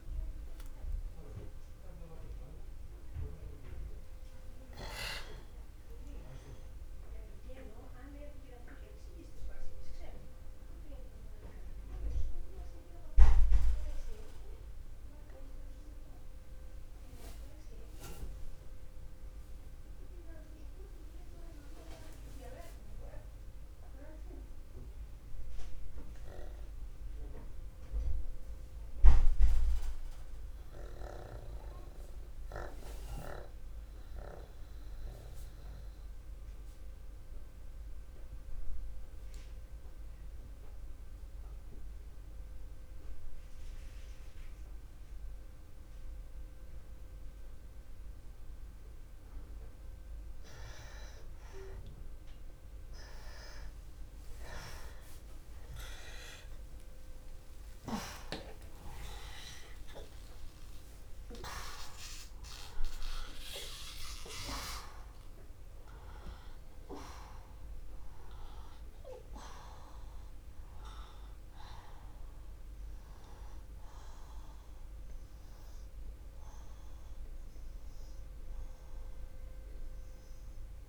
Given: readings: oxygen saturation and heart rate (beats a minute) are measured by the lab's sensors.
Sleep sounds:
breathing in sleep by a room microphone; 1
0.00-17.00 s: oxygen desaturation (device-marked, oxygen 82% lowest, heart rate 61 extreme)
11.00-51.00 s: mixed apnea (oxygen 90% before, 85% lowest, heart rate 66 before, 62 extreme, up 13 after)
46.00-80.89 s: oxygen desaturation (device-marked, oxygen 97% before, 85% lowest, heart rate 64 before, 62 extreme)
53.00-58.00 s: arousal
64.00-80.89 s: new sleep stage, N1 (lightest sleep)
From the record:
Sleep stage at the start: N2 (light sleep); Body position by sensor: on the back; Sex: male

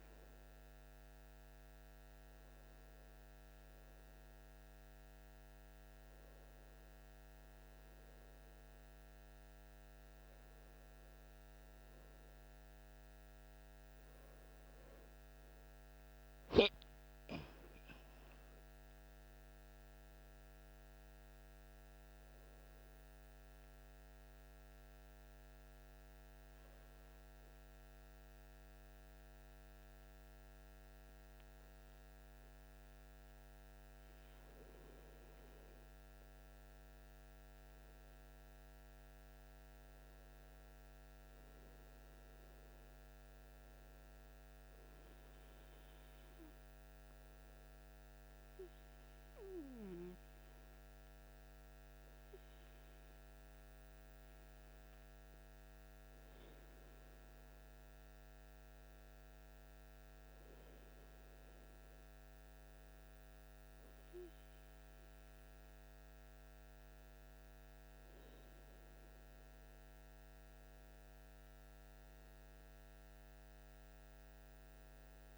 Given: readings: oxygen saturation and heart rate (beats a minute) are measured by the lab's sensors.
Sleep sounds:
breathing in sleep, hard to hear, by a microphone on the trachea; 1
16.00-20.00 s: arousal
25.00-35.00 s: hypopnea (oxygen 99% before, 97% lowest, heart rate 57 before, 55 extreme, up 2 after)
37.00-41.00 s: arousal
42.50-72.50 s: new sleep stage, N2 (light sleep)
72.50-75.38 s: new sleep stage, N1 (lightest sleep)
73.00-75.38 s: arousal
From the record:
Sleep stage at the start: N1 (lightest sleep); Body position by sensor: on the back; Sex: male

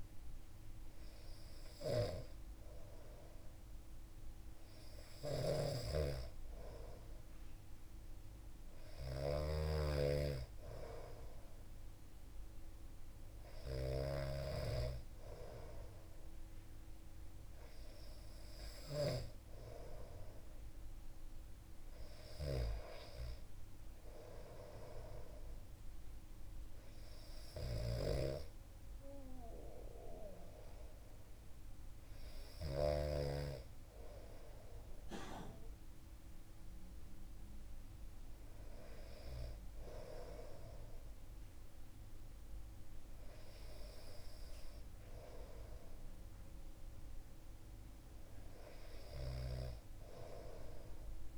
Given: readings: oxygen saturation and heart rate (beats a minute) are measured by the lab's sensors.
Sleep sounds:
breathing in sleep by a room microphone; none
9.00-14.00 s: snoring (device-marked)
From the record:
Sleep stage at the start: N2 (light sleep); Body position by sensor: on the back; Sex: male

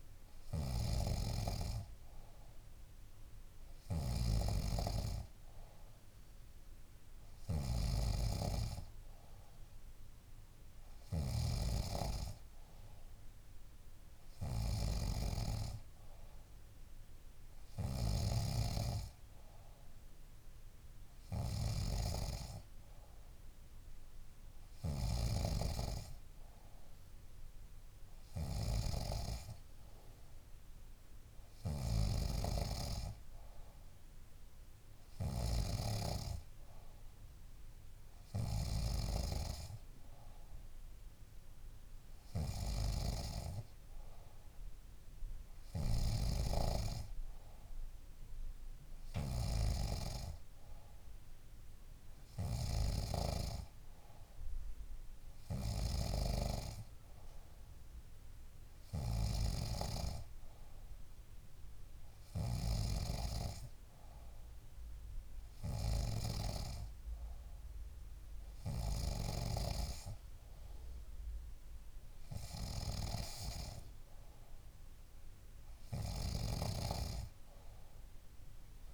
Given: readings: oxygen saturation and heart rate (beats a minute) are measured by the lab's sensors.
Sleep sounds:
breathing in sleep by a room microphone; none
0.00-18.50 s: snoring (device-marked)
25.00-32.00 s: snoring (device-marked)
49.00-69.00 s: snoring (device-marked)
From the record:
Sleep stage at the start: N3 (deep sleep); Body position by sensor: on the back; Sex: female

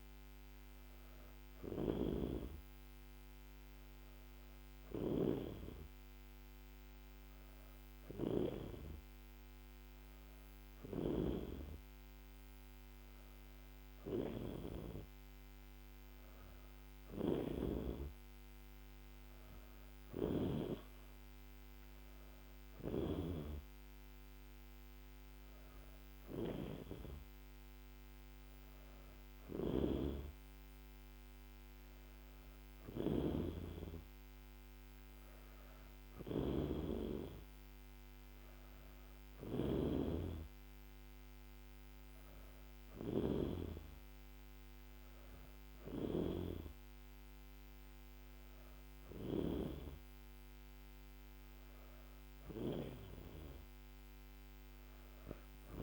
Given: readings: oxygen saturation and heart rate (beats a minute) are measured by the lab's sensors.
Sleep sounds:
breathing in sleep by a microphone on the trachea; none
0.00-2.00 s: snoring (device-marked)
29.50-49.50 s: snoring (device-marked)
From the record:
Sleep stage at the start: N2 (light sleep); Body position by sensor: on the back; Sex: female

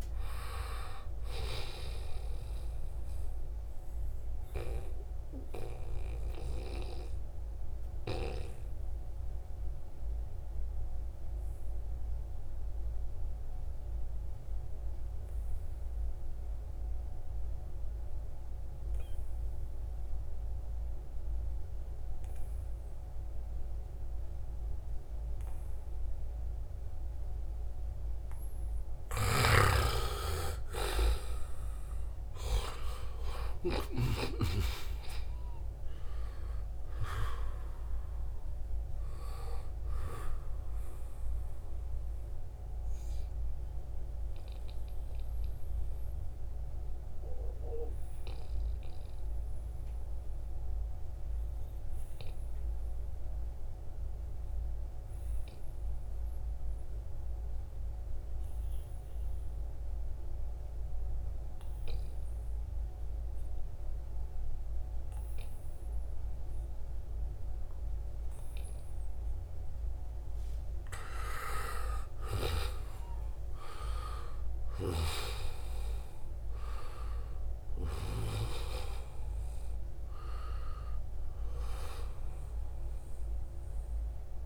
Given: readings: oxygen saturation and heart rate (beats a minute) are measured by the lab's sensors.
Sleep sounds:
breathing in sleep by a room microphone; 2
0.00-15.50 s: oxygen desaturation (device-marked, oxygen 90% lowest, heart rate 72 extreme)
3.50-28.00 s: obstructive apnea (oxygen 95% before, 87% lowest, heart rate 77 before, 72 extreme, up 4 after)
28.50-33.00 s: arousal
30.50-58.50 s: oxygen desaturation (device-marked, oxygen 96% before, 87% lowest, heart rate 75 before, 70 extreme)
45.50-71.00 s: obstructive apnea (oxygen 96% before, 87% lowest, heart rate 78 before, 70 extreme, up 7 after)
72.00-76.50 s: arousal
74.50-84.46 s: oxygen desaturation (device-marked, oxygen 96% before, 87% lowest, heart rate 73 before, 71 extreme)
From the record:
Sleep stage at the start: N2 (light sleep); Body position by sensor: on the right side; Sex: male

